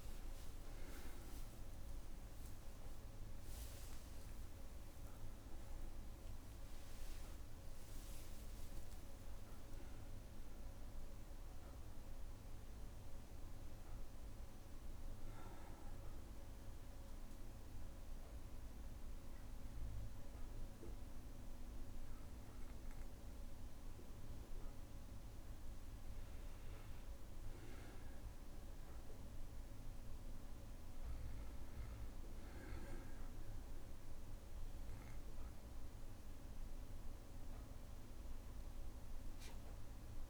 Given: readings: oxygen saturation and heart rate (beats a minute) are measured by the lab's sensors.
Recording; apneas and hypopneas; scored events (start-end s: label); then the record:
breathing in sleep, hard to hear, by a room microphone; 1
0.00-1.50 s: long interval between heartbeats (device-marked, heart rate 79 extreme)
0.00-9.50 s: tachycardia (device-marked, heart rate 166 extreme)
1.50-7.00 s: arousal
2.00-4.00 s: long interval between heartbeats (device-marked, heart rate 65 before, 125 extreme)
4.00-6.00 s: long interval between heartbeats (device-marked, heart rate 71 before, 148 extreme)
8.50-10.50 s: long interval between heartbeats (device-marked, heart rate 93 before, 128 extreme)
15.00-25.50 s: obstructive apnea (oxygen 97% before, 95% lowest, heart rate 108 before, 60 extreme, up 2 after)
28.00-32.00 s: arousal
From the record:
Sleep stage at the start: N1 (lightest sleep); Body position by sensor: on the back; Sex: male